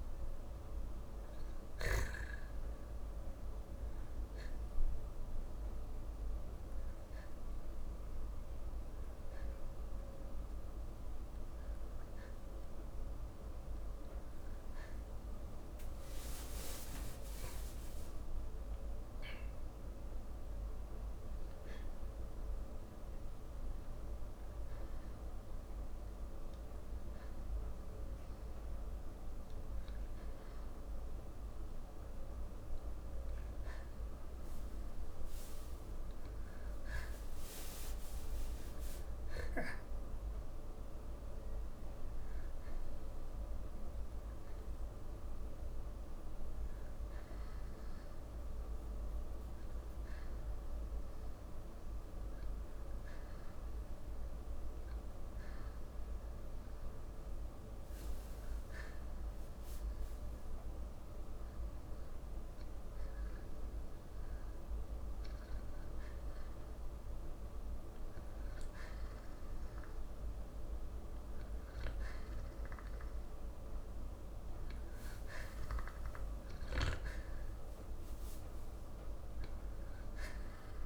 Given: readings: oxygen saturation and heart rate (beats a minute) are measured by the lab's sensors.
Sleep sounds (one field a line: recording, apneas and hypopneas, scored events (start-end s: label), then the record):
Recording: breathing in sleep, hard to hear, by a room microphone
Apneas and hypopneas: 3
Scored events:
0.00-21.00 s: oxygen desaturation (device-marked, oxygen 90% lowest, heart rate 64 extreme)
5.00-15.00 s: obstructive apnea (oxygen 94% before, 90% lowest, heart rate 81 before, 64 extreme, up 25 after)
17.50-21.50 s: arousal
24.00-35.50 s: obstructive apnea (oxygen 94% before, 90% lowest, heart rate 81 before, 68 extreme, up 19 after)
38.00-41.00 s: arousal
45.00-57.50 s: hypopnea (oxygen 94% before, 90% lowest, heart rate 78 before, 55 extreme, up 2 after)
60.00-63.00 s: arousal
74.00-80.86 s: oxygen desaturation (device-marked, oxygen 94% before, 90% lowest, heart rate 66 before, 55 extreme)
From the record:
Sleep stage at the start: N2 (light sleep)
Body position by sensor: on the back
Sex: male